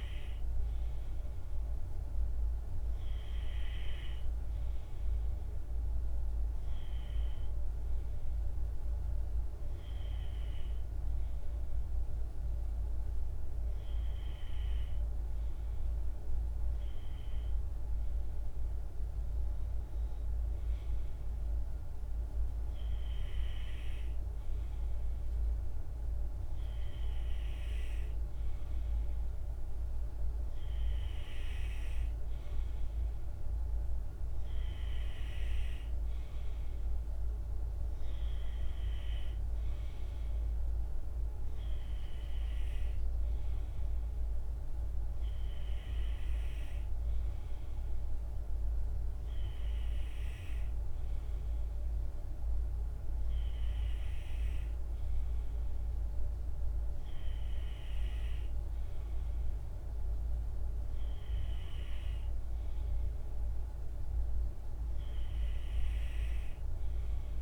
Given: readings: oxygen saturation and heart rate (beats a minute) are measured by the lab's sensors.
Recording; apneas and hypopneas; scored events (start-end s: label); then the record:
breathing in sleep, hard to hear, by a room microphone; none
none scored
From the record:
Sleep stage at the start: N2 (light sleep); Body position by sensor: on the right side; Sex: male